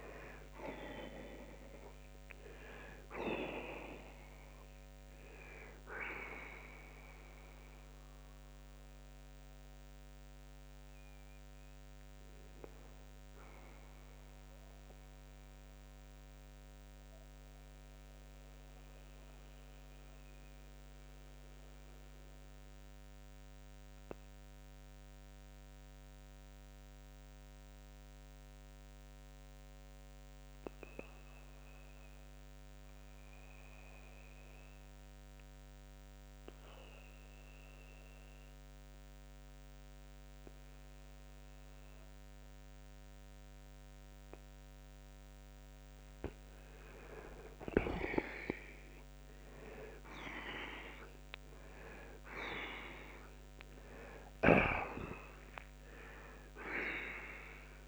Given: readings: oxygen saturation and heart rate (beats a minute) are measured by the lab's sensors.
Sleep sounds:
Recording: breathing in sleep by a microphone on the trachea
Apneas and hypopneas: 1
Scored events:
16.50-45.50 s: mixed apnea (oxygen 94% before, 83% lowest)
25.00-43.00 s: oxygen desaturation (device-marked, oxygen 94% before, 84% lowest)
47.50-53.00 s: arousal
From the record:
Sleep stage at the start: N2 (light sleep)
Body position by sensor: on the back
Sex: male

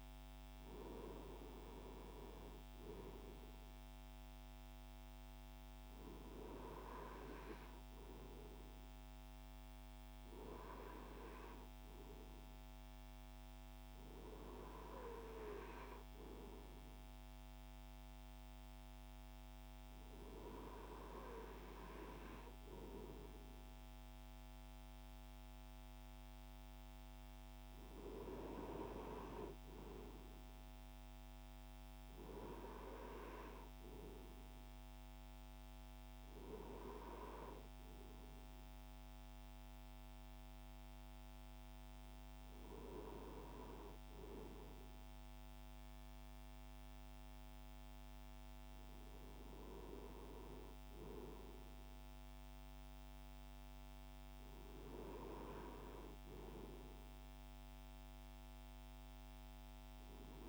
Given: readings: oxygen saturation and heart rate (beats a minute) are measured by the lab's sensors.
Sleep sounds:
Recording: breathing in sleep by a microphone on the trachea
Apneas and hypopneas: none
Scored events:
none scored
From the record:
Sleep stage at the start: N2 (light sleep)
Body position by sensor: on the right side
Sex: male

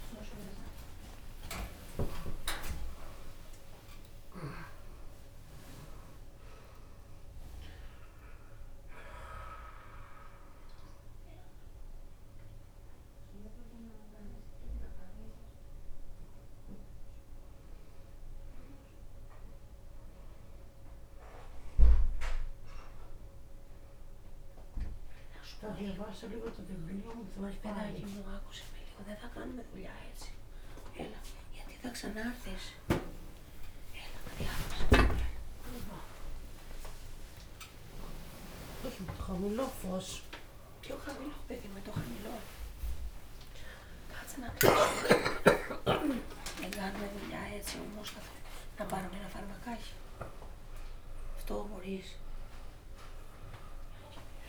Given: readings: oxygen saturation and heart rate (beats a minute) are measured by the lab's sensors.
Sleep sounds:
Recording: a person awake in a sleep study, by a room microphone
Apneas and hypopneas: none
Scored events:
1.50-3.50 s: long interval between heartbeats (device-marked, heart rate 68 before, 86 extreme)
3.00-18.00 s: drop in pulse transit time (device-marked, heart rate 70 before, 72 extreme)
5.00-7.00 s: long interval between heartbeats (device-marked, heart rate 74 before, 97 extreme)
30.00-40.00 s: drop in pulse transit time (device-marked, heart rate 89 before, 87 extreme)
34.00-36.00 s: long interval between heartbeats (device-marked, heart rate 91 before, 97 extreme)
38.50-40.50 s: long interval between heartbeats (device-marked, heart rate 92 before, 129 extreme)
40.50-42.50 s: long interval between heartbeats (device-marked, heart rate 97 before, 147 extreme)
43.00-45.00 s: long interval between heartbeats (device-marked, heart rate 106 before, 168 extreme)
47.00-49.00 s: long interval between heartbeats (device-marked, heart rate 121 before, 162 extreme)
50.00-54.48 s: oxygen desaturation (device-marked, oxygen 93% before, 88% lowest, heart rate 131 before, 82 extreme)
From the record:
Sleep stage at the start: awake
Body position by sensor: on the back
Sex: female

